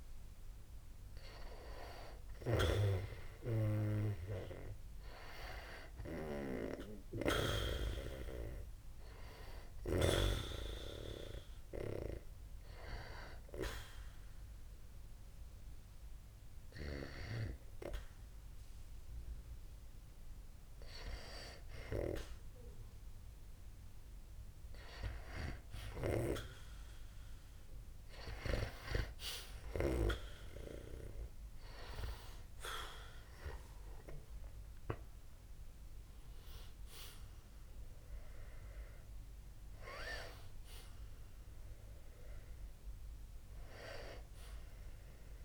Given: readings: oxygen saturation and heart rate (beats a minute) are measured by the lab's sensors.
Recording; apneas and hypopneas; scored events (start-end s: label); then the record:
breathing in sleep by a room microphone; 1
1.50-9.50 s: snoring (device-marked)
11.00-22.00 s: hypopnea (oxygen 93% before, 90% lowest, heart rate 57 before, 53 extreme, up 12 after)
25.00-29.00 s: arousal
33.50-45.45 s: oxygen desaturation (device-marked, oxygen 94% before, 90% lowest, heart rate 60 before, 52 extreme)
From the record:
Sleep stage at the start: N2 (light sleep); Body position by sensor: on the back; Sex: male